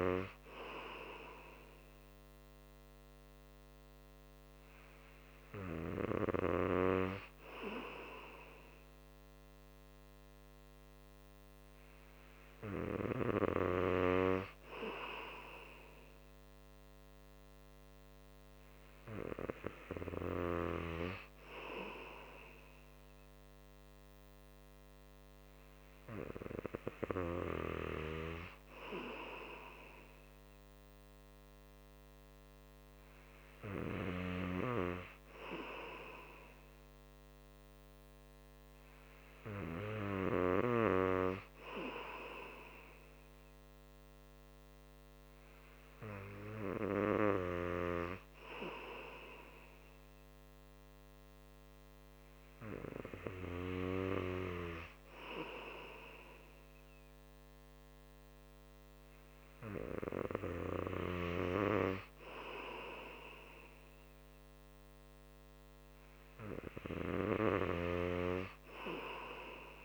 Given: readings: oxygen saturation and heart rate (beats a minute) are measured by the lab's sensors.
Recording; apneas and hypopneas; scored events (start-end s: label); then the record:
breathing in sleep by a microphone on the trachea; none
none scored
From the record:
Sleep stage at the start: N2 (light sleep); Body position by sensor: on the right side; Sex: male